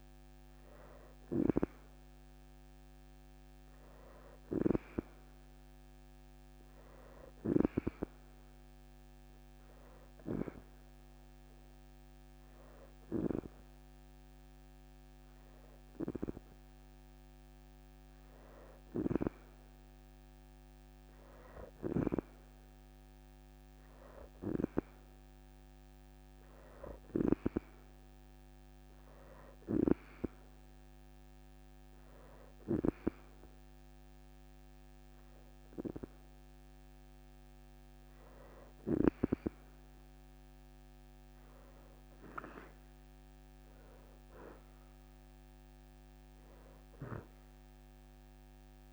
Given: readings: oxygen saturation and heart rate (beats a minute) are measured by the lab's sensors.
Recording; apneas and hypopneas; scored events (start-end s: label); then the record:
breathing in sleep by a microphone on the trachea; 1
2.50-5.50 s: leg movement (device-marked)
9.50-22.50 s: oxygen desaturation (device-marked, oxygen 90% before, 86% lowest, heart rate 48 before, 40 extreme)
10.00-12.00 s: leg movement (device-marked)
16.00-17.50 s: leg movement (device-marked)
28.50-39.00 s: hypopnea (oxygen 91% before, 87% lowest, heart rate 55 before, 35 extreme, up 17 after)
33.00-35.00 s: leg movement (device-marked)
40.50-44.50 s: arousal
From the record:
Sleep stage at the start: N2 (light sleep); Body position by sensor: on the back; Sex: female